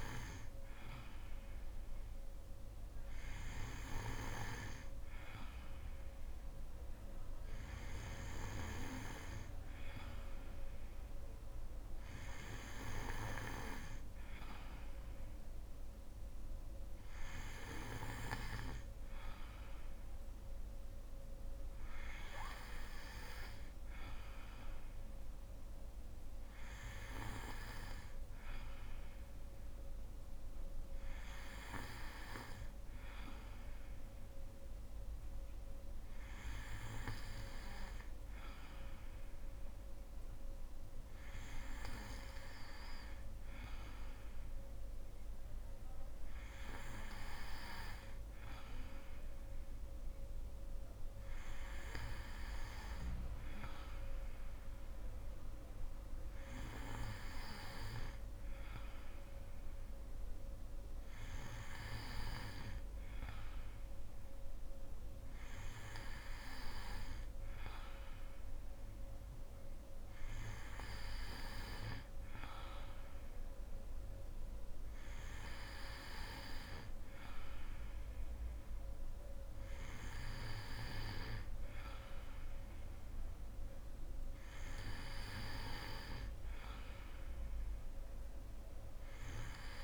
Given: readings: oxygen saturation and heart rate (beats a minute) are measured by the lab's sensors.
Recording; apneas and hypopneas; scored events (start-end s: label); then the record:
breathing in sleep by a room microphone; none
none scored
From the record:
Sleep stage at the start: N2 (light sleep); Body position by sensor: on the right side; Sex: female